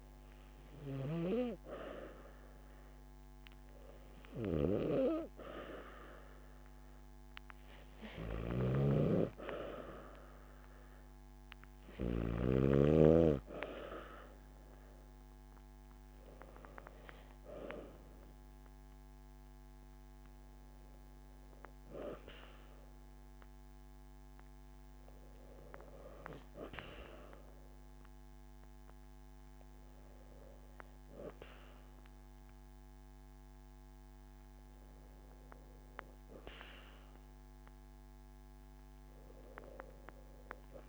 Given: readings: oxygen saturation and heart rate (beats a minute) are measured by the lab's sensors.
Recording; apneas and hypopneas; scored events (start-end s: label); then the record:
breathing in sleep by a microphone on the trachea; none
29.00-40.88 s: new sleep stage, N2 (light sleep)
From the record:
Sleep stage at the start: N1 (lightest sleep); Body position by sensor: on the back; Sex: female